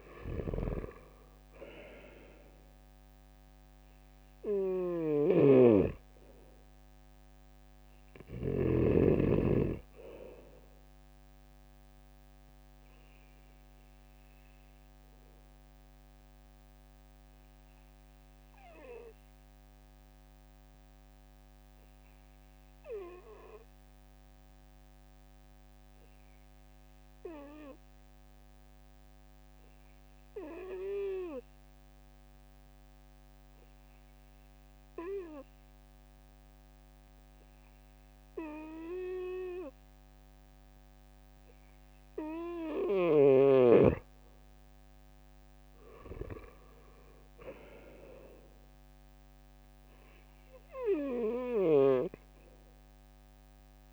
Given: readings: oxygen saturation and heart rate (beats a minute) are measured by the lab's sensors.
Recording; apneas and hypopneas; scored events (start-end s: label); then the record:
breathing in sleep by a microphone on the trachea; 1
0.00-6.50 s: oxygen desaturation (device-marked, oxygen 94% lowest, heart rate 64 extreme)
0.00-8.00 s: snoring (device-marked)
12.50-26.50 s: oxygen desaturation (device-marked, oxygen 95% before, 92% lowest, heart rate 67 before, 64 extreme)
14.00-43.50 s: obstructive apnea (oxygen 97% before, 92% lowest, heart rate 67 before, 63 extreme, up 2 after)
47.00-50.50 s: arousal
From the record:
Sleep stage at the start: N2 (light sleep); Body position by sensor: on the right side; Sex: male